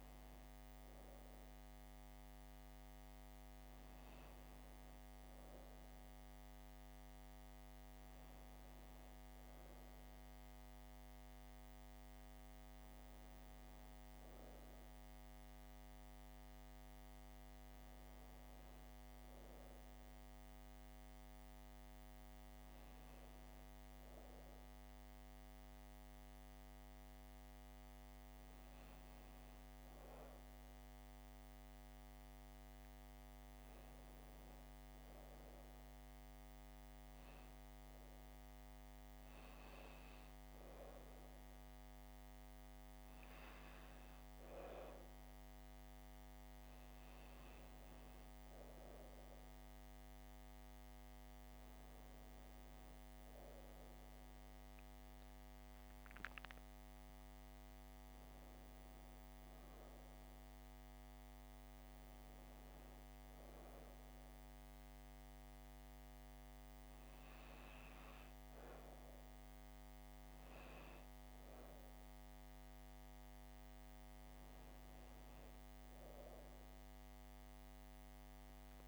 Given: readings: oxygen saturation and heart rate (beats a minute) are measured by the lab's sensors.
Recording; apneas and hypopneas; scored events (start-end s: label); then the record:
breathing in sleep, hard to hear, by a microphone on the trachea; none
36.00-78.88 s: new sleep stage, N2 (light sleep)
53.00-57.00 s: arousal
From the record:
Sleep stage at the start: N1 (lightest sleep); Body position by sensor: on the back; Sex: female